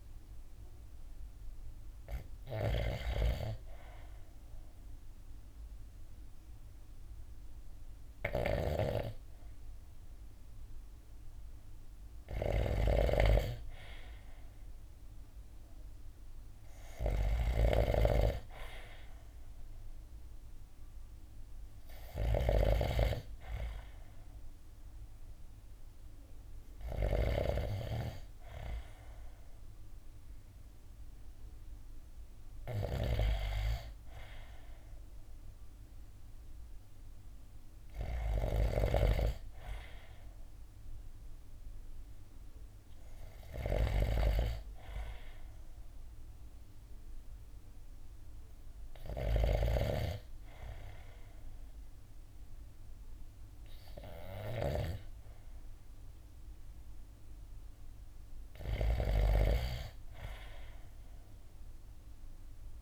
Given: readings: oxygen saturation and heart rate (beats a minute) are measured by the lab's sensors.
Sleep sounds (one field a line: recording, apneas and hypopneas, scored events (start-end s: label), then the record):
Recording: breathing in sleep by a room microphone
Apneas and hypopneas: 1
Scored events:
0.00-62.82 s: snoring (device-marked)
0.50-3.50 s: arousal
21.00-54.00 s: oxygen desaturation (device-marked, oxygen 95% before, 91% lowest, heart rate 56 before, 56 extreme)
46.00-58.00 s: hypopnea (oxygen 95% before, 91% lowest, heart rate 57 before, 57 extreme, up 4 after)
59.00-62.00 s: arousal
From the record:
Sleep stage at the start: N2 (light sleep)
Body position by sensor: on the right side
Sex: male